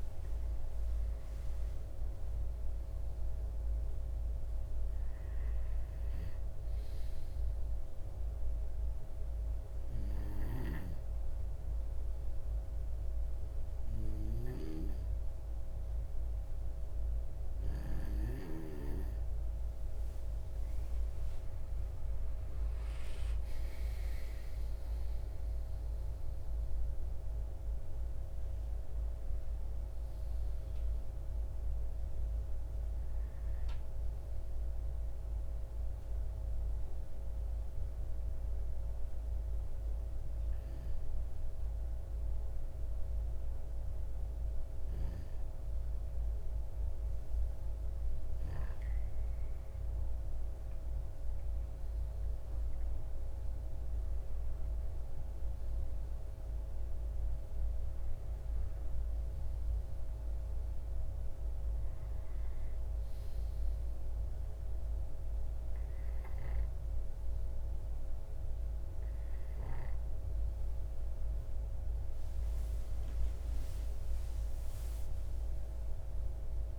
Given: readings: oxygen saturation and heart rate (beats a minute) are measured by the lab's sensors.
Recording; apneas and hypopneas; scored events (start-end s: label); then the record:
breathing in sleep, hard to hear, by a room microphone; 2
0.00-5.50 s: oxygen desaturation (device-marked, oxygen 90% lowest)
9.50-22.00 s: obstructive apnea (oxygen 97% before, 94% lowest)
23.50-27.50 s: arousal
34.50-48.00 s: hypopnea (oxygen 97% before, 94% lowest)
49.50-53.50 s: arousal
From the record:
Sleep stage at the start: N2 (light sleep); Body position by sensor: on the left side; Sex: male